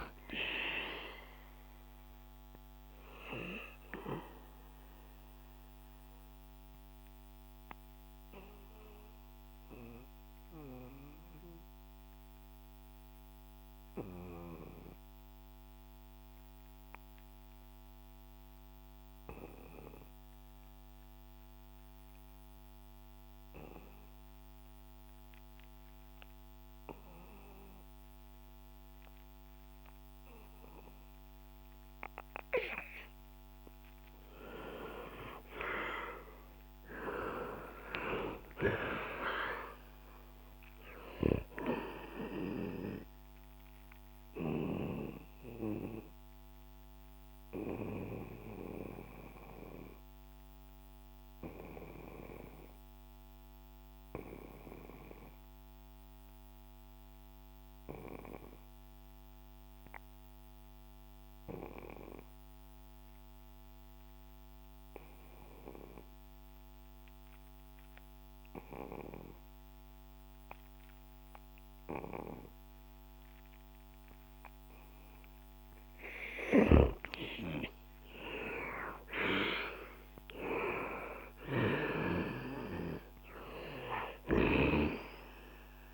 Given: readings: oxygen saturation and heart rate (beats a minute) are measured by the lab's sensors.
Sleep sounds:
breathing in sleep by a microphone on the trachea; 2
0.00-21.00 s: oxygen desaturation (device-marked, oxygen 86% lowest, heart rate 62 extreme)
5.00-32.50 s: obstructive apnea (oxygen 98% before, 86% lowest, heart rate 70 before, 61 extreme, up 11 after)
33.00-55.00 s: oxygen desaturation (device-marked, oxygen 99% before, 91% lowest, heart rate 66 before, 61 extreme)
34.50-38.50 s: arousal
45.00-75.50 s: obstructive apnea (oxygen 99% before, 85% lowest, heart rate 70 before, 61 extreme, up 10 after)
61.00-70.00 s: oxygen desaturation (device-marked, oxygen 92% before, 88% lowest, heart rate 66 before, 63 extreme)
77.00-81.00 s: arousal
83.00-85.94 s: oxygen desaturation (device-marked, oxygen 97% before, 85% lowest, heart rate 69 before, 61 extreme)
From the record:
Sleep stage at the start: N2 (light sleep); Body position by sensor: on the back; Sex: male

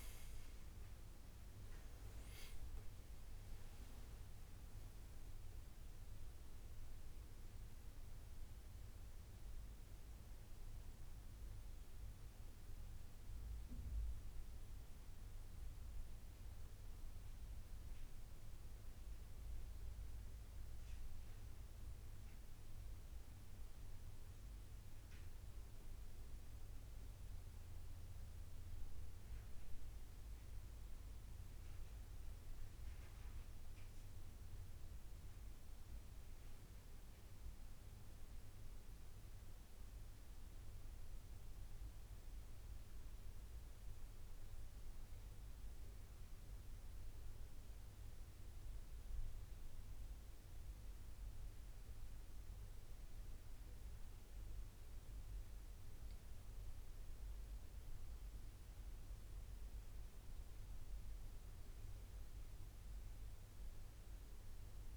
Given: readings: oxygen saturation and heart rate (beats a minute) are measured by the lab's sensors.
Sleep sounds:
breathing in sleep, hard to hear, by a room microphone; 1
0.00-3.50 s: arousal
0.00-23.00 s: oxygen desaturation (device-marked, oxygen 90% lowest, heart rate 73 extreme)
33.00-44.00 s: hypopnea (oxygen 96% before, 90% lowest, heart rate 77 before, 73 extreme, up 5 after)
45.50-48.50 s: arousal
58.00-64.96 s: oxygen desaturation (device-marked, oxygen 95% before, 91% lowest, heart rate 76 before, 67 extreme)
From the record:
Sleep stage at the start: N2 (light sleep); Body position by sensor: on the right side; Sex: male

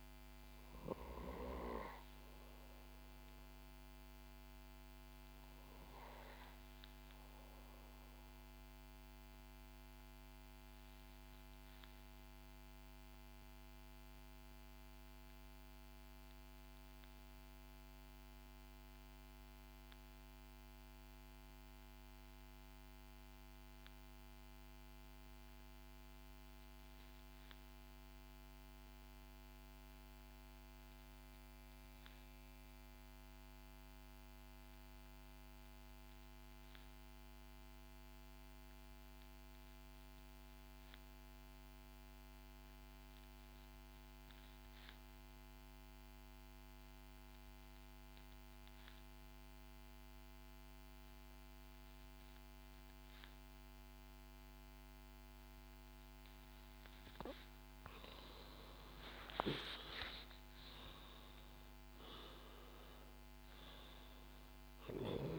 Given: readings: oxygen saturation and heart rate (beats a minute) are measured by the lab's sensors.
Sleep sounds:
breathing in sleep by a microphone on the trachea; 1
0.00-18.50 s: oxygen desaturation (device-marked, oxygen 88% lowest, heart rate 56 extreme)
8.00-57.50 s: obstructive apnea (oxygen 96% before, 78% lowest, heart rate 65 before, 60 extreme, up 12 after)
12.50-65.39 s: new sleep stage, REM sleep
35.50-65.39 s: oxygen desaturation (device-marked, oxygen 97% before, 78% lowest, heart rate 61 before, 61 extreme)
59.00-65.00 s: arousal
From the record:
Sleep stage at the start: N2 (light sleep); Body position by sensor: on the back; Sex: female

